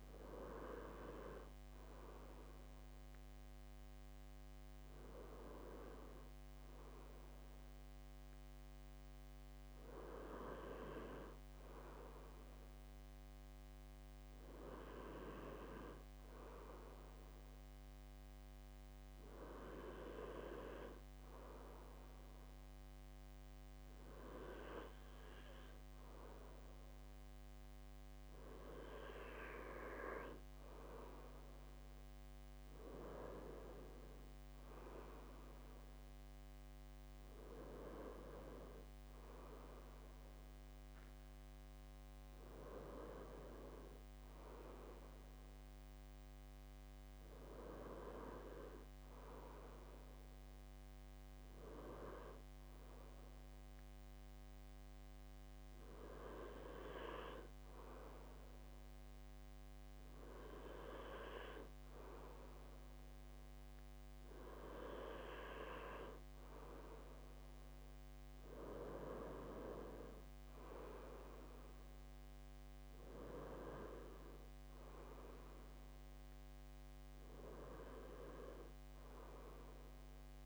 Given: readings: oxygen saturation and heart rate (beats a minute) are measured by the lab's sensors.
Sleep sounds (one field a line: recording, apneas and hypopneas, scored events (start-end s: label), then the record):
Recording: breathing in sleep by a microphone on the trachea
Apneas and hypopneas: none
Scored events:
none scored
From the record:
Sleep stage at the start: N2 (light sleep)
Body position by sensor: on the left side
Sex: male